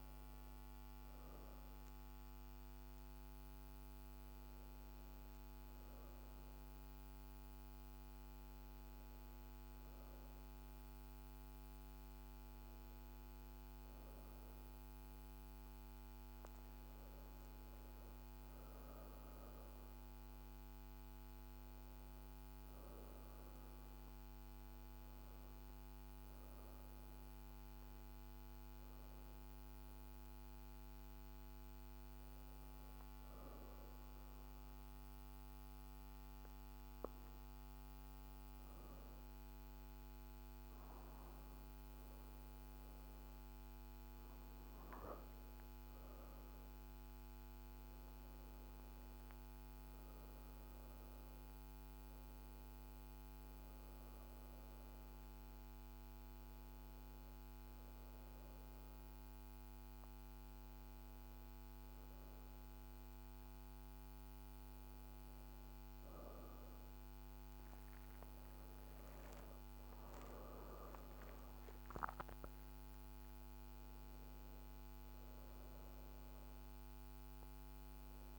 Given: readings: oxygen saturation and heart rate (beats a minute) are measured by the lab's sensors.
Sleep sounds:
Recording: breathing in sleep, hard to hear, by a microphone on the trachea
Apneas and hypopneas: 1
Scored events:
31.50-44.00 s: obstructive apnea (oxygen 97% before, 87% lowest)
46.00-51.50 s: arousal
46.00-67.00 s: oxygen desaturation (device-marked, oxygen 96% before, 87% lowest)
From the record:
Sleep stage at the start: N2 (light sleep)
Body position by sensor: on the back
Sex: female

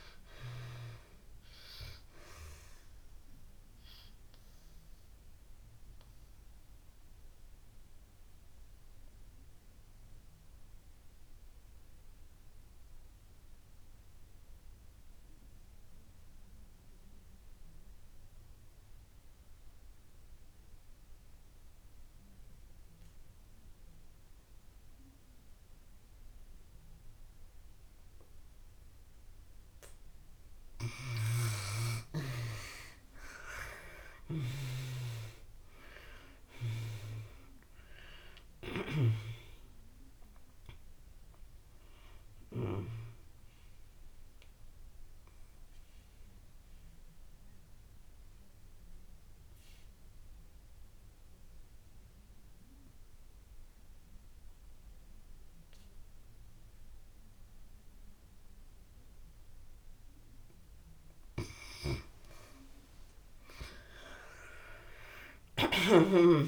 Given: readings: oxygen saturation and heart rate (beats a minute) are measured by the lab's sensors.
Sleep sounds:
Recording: breathing in sleep by a room microphone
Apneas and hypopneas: 2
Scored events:
0.00-20.50 s: oxygen desaturation (device-marked, oxygen 67% lowest)
4.50-29.50 s: obstructive apnea (oxygen 97% before, 67% lowest)
22.50-60.50 s: oxygen desaturation (device-marked, oxygen 98% before, 70% lowest)
33.00-36.50 s: arousal
44.50-59.50 s: obstructive apnea (oxygen 98% before, 70% lowest)
62.50-66.48 s: arousal
From the record:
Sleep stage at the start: N2 (light sleep)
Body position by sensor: on the back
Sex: female

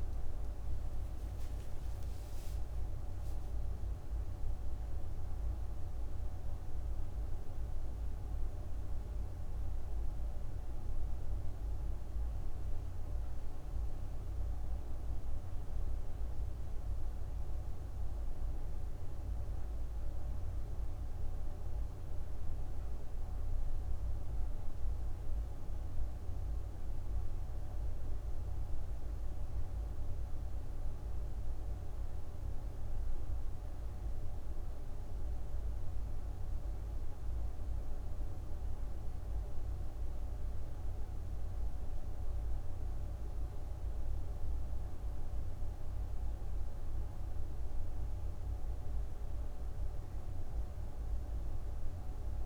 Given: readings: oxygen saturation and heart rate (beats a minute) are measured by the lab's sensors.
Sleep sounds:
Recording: breathing in sleep, hard to hear, by a room microphone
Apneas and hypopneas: none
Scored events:
23.00-52.46 s: new sleep stage, N2 (light sleep)
From the record:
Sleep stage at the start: N1 (lightest sleep)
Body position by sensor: on the back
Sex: female

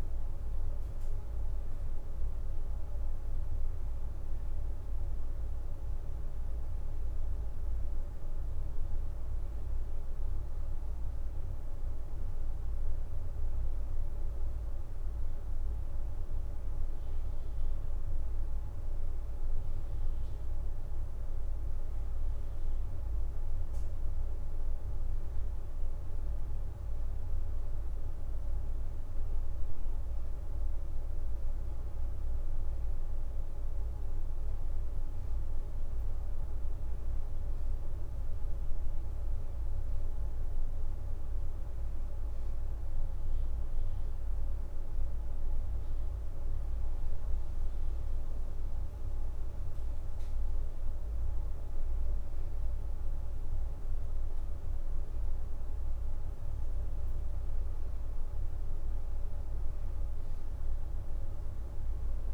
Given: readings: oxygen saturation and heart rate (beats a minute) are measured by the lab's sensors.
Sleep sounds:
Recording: breathing in sleep, hard to hear, by a room microphone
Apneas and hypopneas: none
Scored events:
18.50-20.00 s: leg movement (device-marked)
51.00-52.50 s: leg movement (device-marked)
From the record:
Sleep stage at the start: N2 (light sleep)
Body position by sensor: on the right side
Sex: female

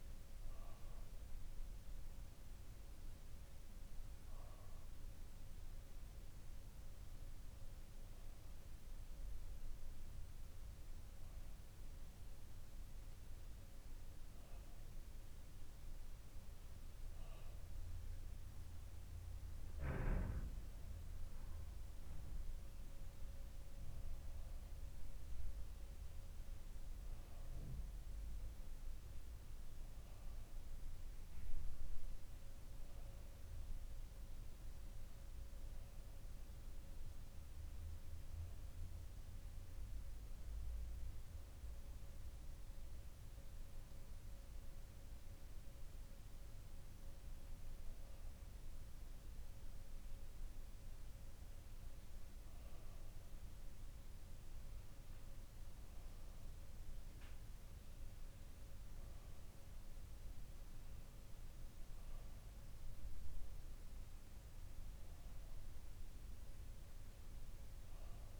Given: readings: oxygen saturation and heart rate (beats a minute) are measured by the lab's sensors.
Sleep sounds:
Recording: breathing in sleep, hard to hear, by a room microphone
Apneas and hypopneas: 1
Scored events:
41.50-52.50 s: hypopnea (oxygen 94% before, 91% lowest, heart rate 62 before, 60 extreme, up 1 after)
54.00-57.00 s: arousal
From the record:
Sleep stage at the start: N2 (light sleep)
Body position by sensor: on the back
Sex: male

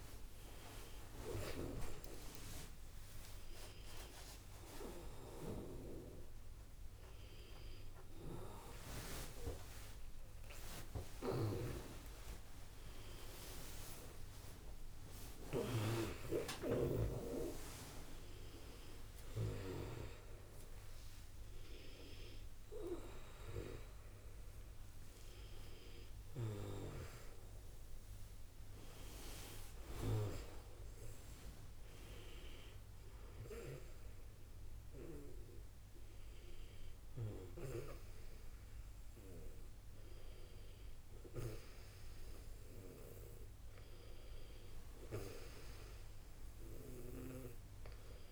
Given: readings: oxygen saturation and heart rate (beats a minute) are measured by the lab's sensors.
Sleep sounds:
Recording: a person awake in a sleep study, by a room microphone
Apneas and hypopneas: none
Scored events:
28.00-48.32 s: new sleep stage, N1 (lightest sleep)
From the record:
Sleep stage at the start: awake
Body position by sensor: on the back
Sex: female

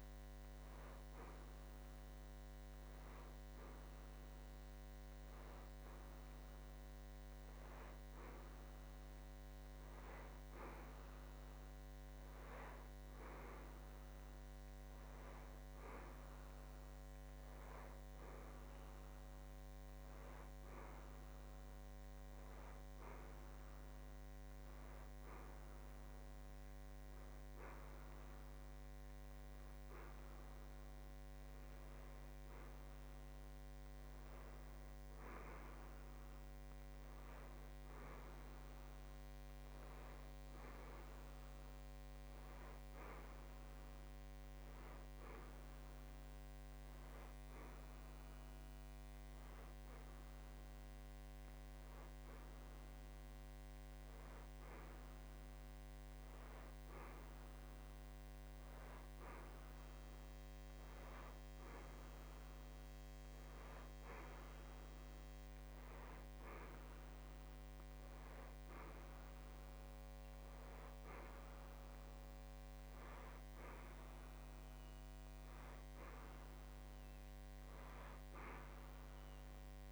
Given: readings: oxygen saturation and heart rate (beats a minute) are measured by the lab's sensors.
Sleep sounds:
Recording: a person awake in a sleep study, by a microphone on the trachea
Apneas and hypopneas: none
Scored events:
78.50-79.92 s: new sleep stage, N1 (lightest sleep)
From the record:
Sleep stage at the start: awake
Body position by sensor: on the back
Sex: male

